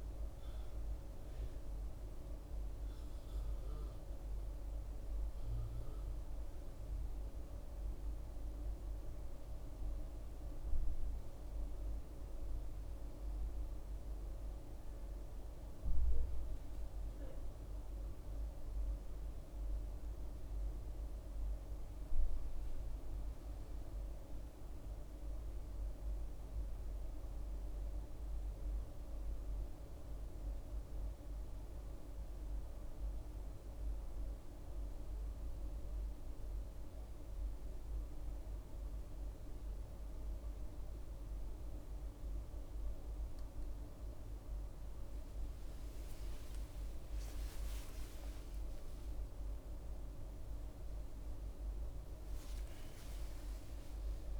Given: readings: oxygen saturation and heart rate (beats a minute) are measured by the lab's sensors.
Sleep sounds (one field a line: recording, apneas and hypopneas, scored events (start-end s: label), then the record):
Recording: a person partly awake in a sleep study, hard to hear, by a room microphone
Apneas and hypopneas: none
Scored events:
37.00-54.40 s: new sleep stage, awake
From the record:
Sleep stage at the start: N1 (lightest sleep)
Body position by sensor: on the back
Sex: female